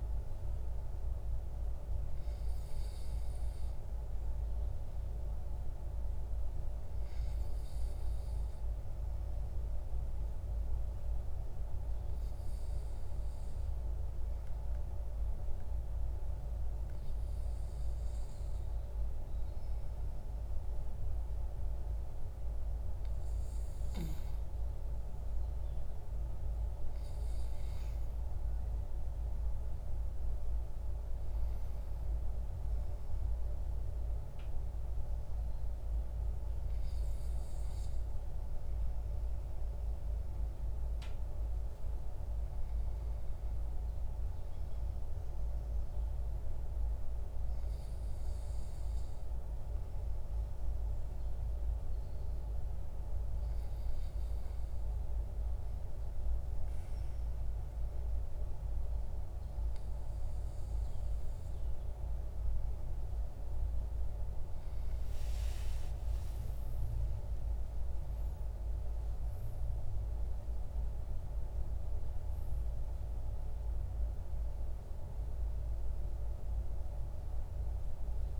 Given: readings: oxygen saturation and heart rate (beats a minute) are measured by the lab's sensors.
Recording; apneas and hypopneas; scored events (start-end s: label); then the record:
breathing in sleep, hard to hear, by a room microphone; 2
4.50-21.50 s: obstructive apnea (oxygen 97% before, 95% lowest, heart rate 56 before, 45 extreme, up 9 after)
24.50-30.00 s: arousal
47.50-63.50 s: obstructive apnea (oxygen 97% before, 95% lowest, heart rate 54 before, 41 extreme, up 18 after)
64.50-69.50 s: arousal
From the record:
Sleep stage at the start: N2 (light sleep); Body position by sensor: on the back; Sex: male